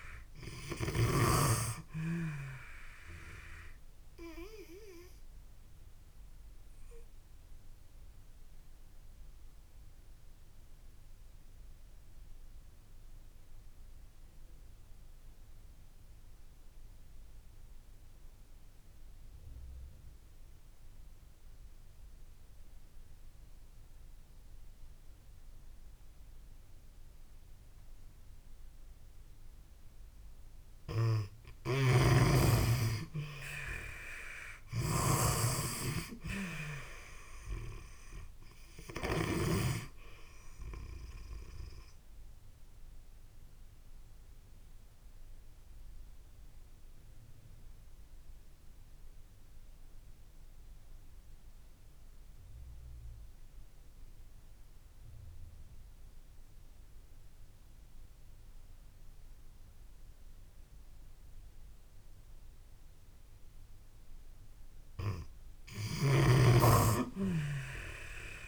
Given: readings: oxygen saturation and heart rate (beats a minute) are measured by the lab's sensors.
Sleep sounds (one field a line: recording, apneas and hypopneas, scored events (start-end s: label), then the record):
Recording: breathing in sleep by a room microphone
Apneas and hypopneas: 2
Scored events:
0.00-1.00 s: oxygen desaturation (device-marked, oxygen 82% lowest)
0.00-1.00 s: snoring (device-marked)
4.50-29.00 s: obstructive apnea (oxygen 95% before, 82% lowest)
15.00-27.00 s: oxygen desaturation (device-marked, oxygen 95% before, 84% lowest)
31.00-39.00 s: snoring (device-marked)
31.50-36.00 s: arousal
33.00-66.00 s: oxygen desaturation (device-marked, oxygen 97% before, 82% lowest)
42.50-64.00 s: obstructive apnea (oxygen 97% before, 82% lowest)
65.50-68.48 s: snoring (device-marked)
66.50-68.48 s: arousal
From the record:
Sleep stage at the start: N2 (light sleep)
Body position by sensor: on the back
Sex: female